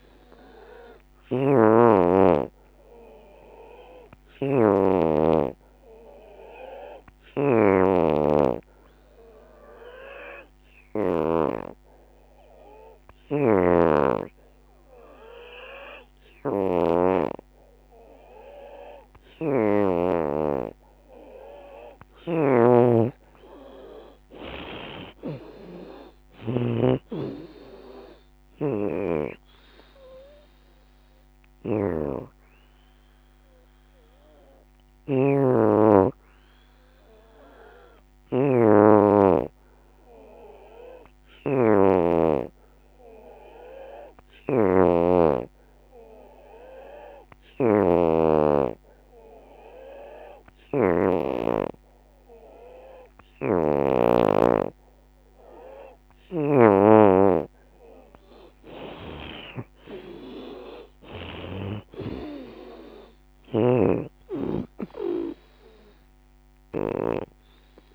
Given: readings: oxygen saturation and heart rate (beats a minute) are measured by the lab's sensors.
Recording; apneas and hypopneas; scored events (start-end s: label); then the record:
breathing in sleep by a microphone on the trachea; 2
4.00-44.00 s: oxygen desaturation (device-marked, oxygen 93% before, 83% lowest, heart rate 79 before, 62 extreme)
4.50-20.00 s: obstructive apnea (oxygen 93% before, 83% lowest, heart rate 79 before, 62 extreme, up 14 after)
20.00-22.00 s: long interval between heartbeats (device-marked, heart rate 73 before, 62 extreme)
22.00-32.00 s: drop in pulse transit time (device-marked, heart rate 72 before, 65 extreme)
24.50-28.50 s: arousal
39.50-56.50 s: obstructive apnea (oxygen 87% before, 83% lowest, heart rate 75 before, 68 extreme, up 16 after)
56.00-67.95 s: oxygen desaturation (device-marked, oxygen 92% before, 83% lowest, heart rate 75 before, 67 extreme)
58.00-63.00 s: arousal
58.00-67.95 s: drop in pulse transit time (device-marked, heart rate 76 before, 79 extreme)
From the record:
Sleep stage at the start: N2 (light sleep); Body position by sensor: on the back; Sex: female